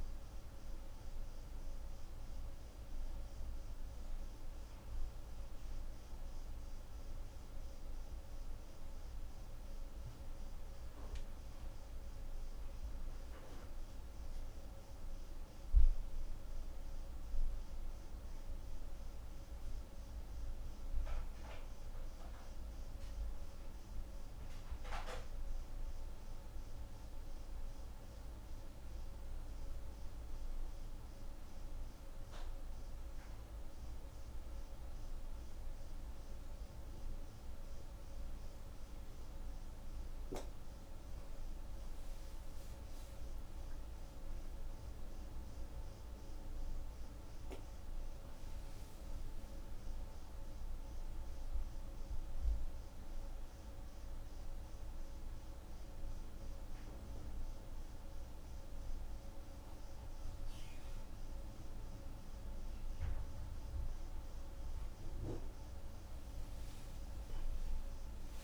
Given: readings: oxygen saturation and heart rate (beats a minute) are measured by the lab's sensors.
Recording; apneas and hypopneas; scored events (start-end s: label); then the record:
breathing in sleep, hard to hear, by a room microphone; none
50.50-61.50 s: oxygen desaturation (device-marked, oxygen 93% before, 88% lowest)
66.00-68.44 s: arousal
From the record:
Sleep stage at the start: N1 (lightest sleep); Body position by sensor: on the right side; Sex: female